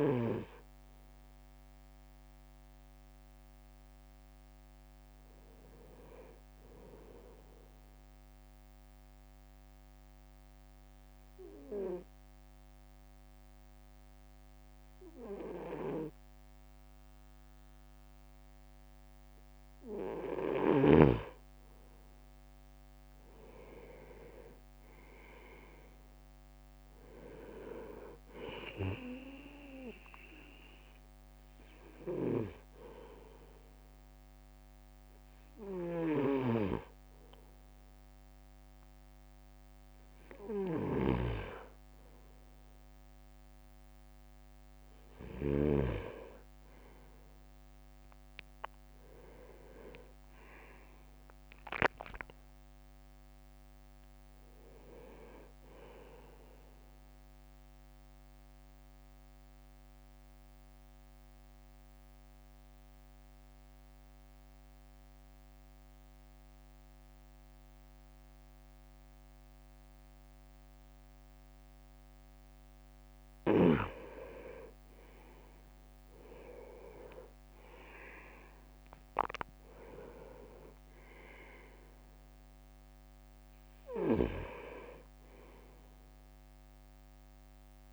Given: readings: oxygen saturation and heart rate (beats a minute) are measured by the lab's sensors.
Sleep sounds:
breathing in sleep by a microphone on the trachea; 3
0.00-2.00 s: drop in pulse transit time (device-marked, heart rate 54 extreme)
8.50-20.00 s: obstructive apnea (oxygen 98% before, 96% lowest, heart rate 56 before, 52 extreme, up 9 after)
22.00-26.00 s: leg movement (device-marked)
22.50-25.50 s: arousal
25.00-36.00 s: drop in pulse transit time (device-marked, heart rate 54 before, 52 extreme)
29.00-40.50 s: hypopnea (oxygen 99% before, 96% lowest, heart rate 55 before, 52 extreme, up 8 after)
41.00-46.00 s: snoring (device-marked)
47.00-49.00 s: leg movement (device-marked)
48.00-52.00 s: arousal
49.00-52.50 s: leg movement (device-marked)
50.00-63.00 s: drop in pulse transit time (device-marked, heart rate 56 before, 53 extreme)
58.50-74.00 s: obstructive apnea (oxygen 98% before, 96% lowest, heart rate 60 before, 50 extreme, up 10 after)
75.00-78.00 s: leg movement (device-marked)
76.50-80.00 s: arousal
78.00-87.92 s: drop in pulse transit time (device-marked, heart rate 55 before, 50 extreme)
From the record:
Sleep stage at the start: N2 (light sleep); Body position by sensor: on the right side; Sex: male

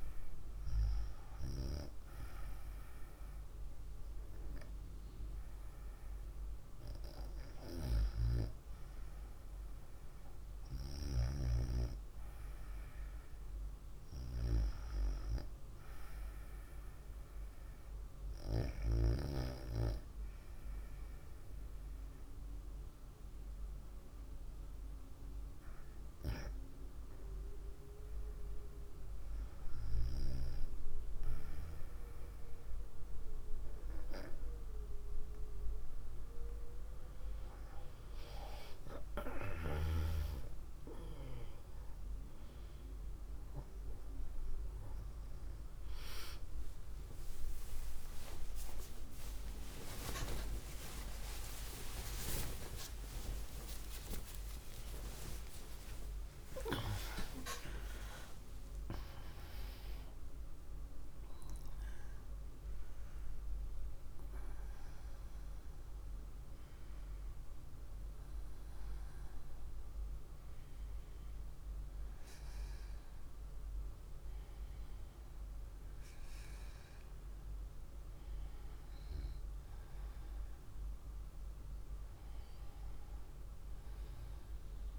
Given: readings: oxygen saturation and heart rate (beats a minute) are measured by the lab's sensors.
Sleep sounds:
a person partly awake in a sleep study, by a room microphone; 1
0.00-1.50 s: arousal
20.50-31.00 s: hypopnea (oxygen 96% before, 94% lowest, heart rate 60 before, 61 extreme, up 4 after)
31.50-61.50 s: new sleep stage, awake
61.50-84.99 s: new sleep stage, N1 (lightest sleep)
From the record:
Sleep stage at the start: N2 (light sleep); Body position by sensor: on the right side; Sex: female

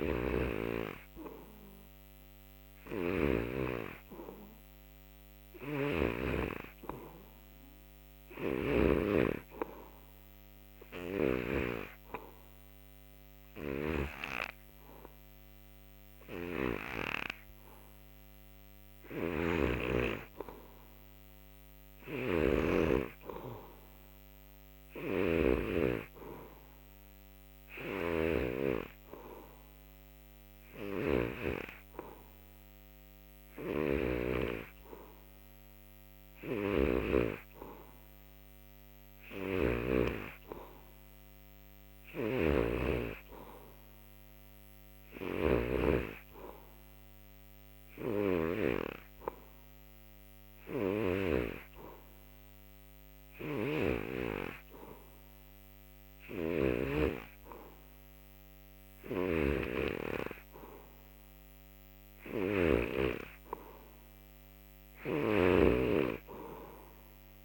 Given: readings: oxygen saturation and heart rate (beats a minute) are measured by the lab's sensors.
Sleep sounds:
breathing in sleep by a microphone on the trachea; none
0.00-3.50 s: snoring (device-marked)
5.50-9.00 s: snoring (device-marked)
13.50-28.50 s: snoring (device-marked)
30.50-40.00 s: snoring (device-marked)
42.00-67.45 s: snoring (device-marked)
From the record:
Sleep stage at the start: N3 (deep sleep); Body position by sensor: on the back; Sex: male

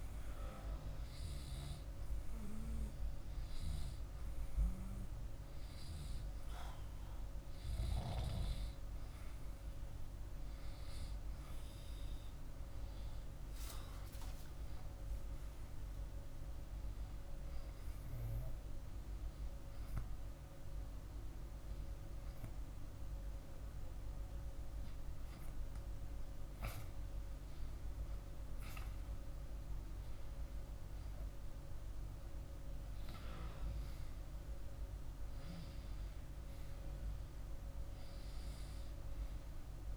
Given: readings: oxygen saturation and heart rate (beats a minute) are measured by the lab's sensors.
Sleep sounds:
breathing in sleep by a room microphone; none
31.00-38.00 s: oxygen desaturation (device-marked, oxygen 97% before, 94% lowest, heart rate 49 before, 47 extreme)
From the record:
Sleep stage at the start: N2 (light sleep); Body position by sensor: on the back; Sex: male

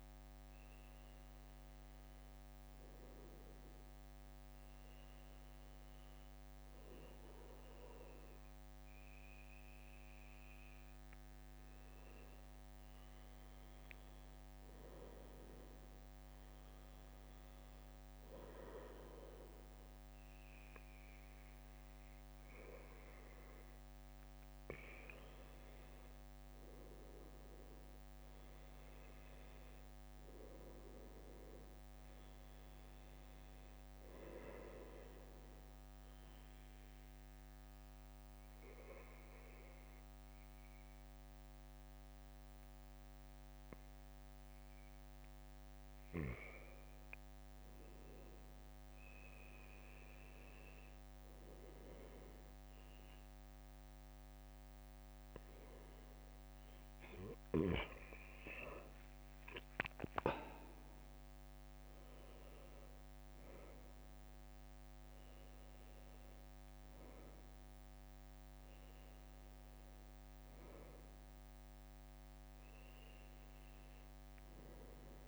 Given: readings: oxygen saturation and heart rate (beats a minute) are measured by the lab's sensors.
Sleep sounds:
breathing in sleep by a microphone on the trachea; 1
29.00-32.50 s: arousal
35.50-48.00 s: obstructive apnea (oxygen 96% before, 94% lowest, heart rate 64 before, 61 extreme, up 2 after)
50.00-53.50 s: arousal
From the record:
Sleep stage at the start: N2 (light sleep); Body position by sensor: on the back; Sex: male

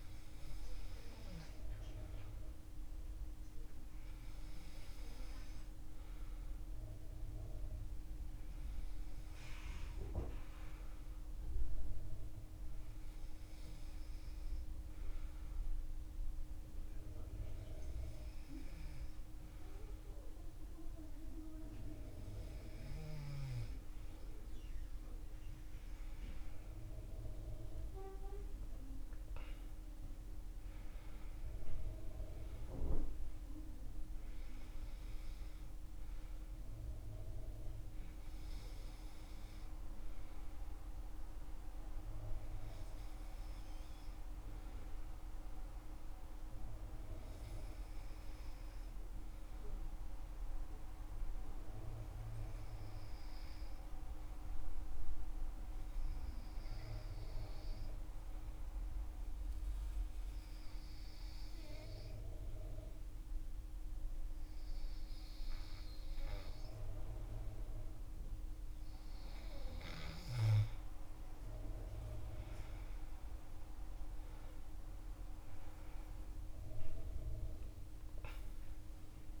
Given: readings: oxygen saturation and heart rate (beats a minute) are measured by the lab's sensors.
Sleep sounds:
breathing in sleep by a room microphone; 1
50.00-69.00 s: hypopnea (oxygen 97% before, 95% lowest, heart rate 77 before, 68 extreme, up 12 after)
71.50-75.50 s: arousal
From the record:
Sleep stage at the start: N2 (light sleep); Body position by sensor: on the back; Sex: male

